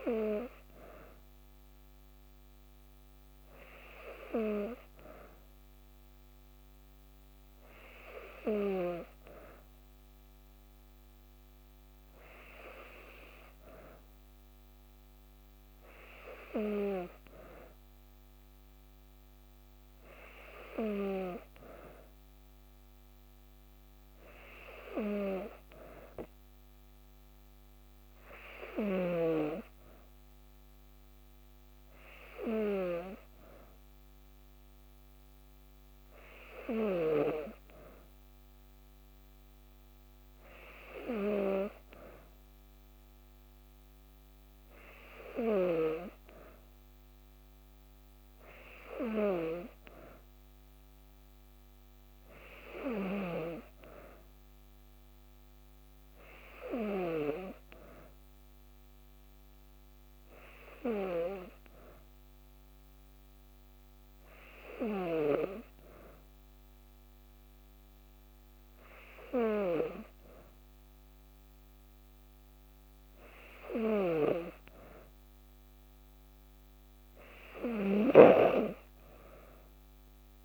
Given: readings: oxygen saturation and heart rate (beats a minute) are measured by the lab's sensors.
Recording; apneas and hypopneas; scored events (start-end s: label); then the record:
breathing in sleep by a microphone on the trachea; none
77.50-80.45 s: snoring (device-marked)
From the record:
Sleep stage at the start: N2 (light sleep); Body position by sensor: on the back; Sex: female